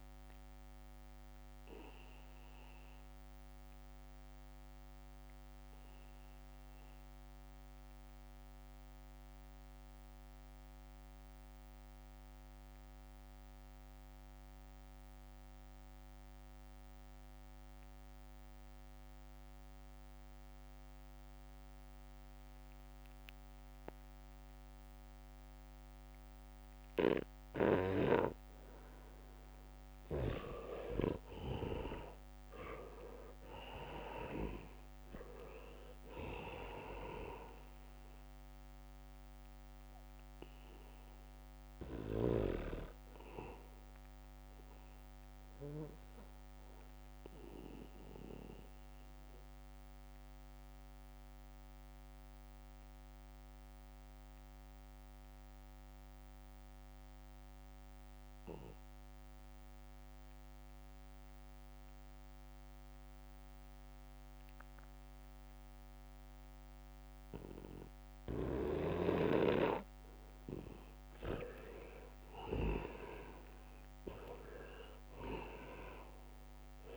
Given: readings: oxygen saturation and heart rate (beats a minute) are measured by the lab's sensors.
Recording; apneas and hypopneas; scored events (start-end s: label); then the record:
breathing in sleep by a microphone on the trachea; 2
0.00-16.50 s: oxygen desaturation (device-marked, oxygen 82% lowest, heart rate 65 extreme)
0.50-29.00 s: mixed apnea (oxygen 99% before, 81% lowest, heart rate 68 before, 65 extreme, up 2 after)
21.50-55.50 s: oxygen desaturation (device-marked, oxygen 99% before, 81% lowest, heart rate 73 before, 64 extreme)
26.50-29.50 s: leg movement (device-marked)
29.50-36.50 s: leg movement (device-marked)
31.00-34.50 s: arousal
38.50-46.50 s: leg movement (device-marked)
48.50-70.50 s: obstructive apnea (oxygen 99% before, 81% lowest, heart rate 69 before, 64 extreme, up 4 after)
66.50-76.97 s: oxygen desaturation (device-marked, oxygen 98% before, 81% lowest, heart rate 72 before, 64 extreme)
72.50-76.97 s: arousal
From the record:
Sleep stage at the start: N2 (light sleep); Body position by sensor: on the back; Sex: male